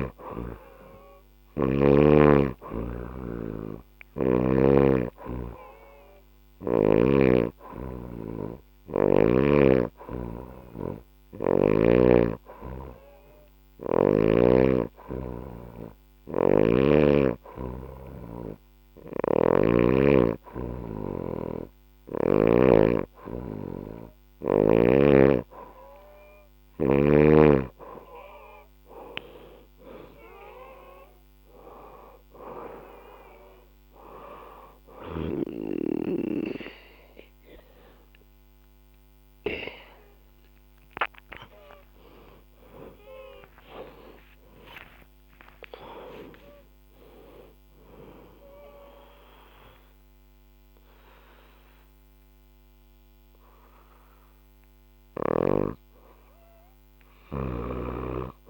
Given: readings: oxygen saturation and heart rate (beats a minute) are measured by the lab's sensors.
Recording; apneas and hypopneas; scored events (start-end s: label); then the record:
breathing in sleep by a microphone on the trachea; none
42.00-47.50 s: arousal
56.50-58.50 s: snoring (device-marked)
From the record:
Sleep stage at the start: N2 (light sleep); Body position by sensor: on the back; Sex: female